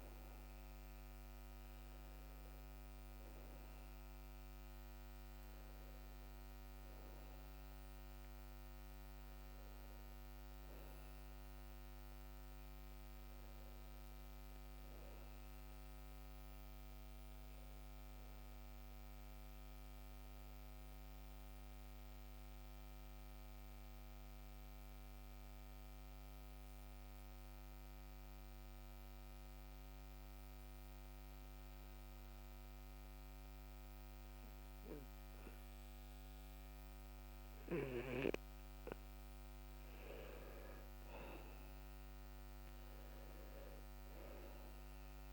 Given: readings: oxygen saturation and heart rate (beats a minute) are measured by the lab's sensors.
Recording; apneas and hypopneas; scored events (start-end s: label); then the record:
breathing in sleep, hard to hear, by a microphone on the trachea; 1
0.00-2.00 s: arousal
21.00-39.00 s: obstructive apnea (oxygen 98% before, 92% lowest, heart rate 67 before, 59 extreme, up 11 after)
41.00-45.33 s: arousal
From the record:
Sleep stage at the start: N2 (light sleep); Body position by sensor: on the back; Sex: male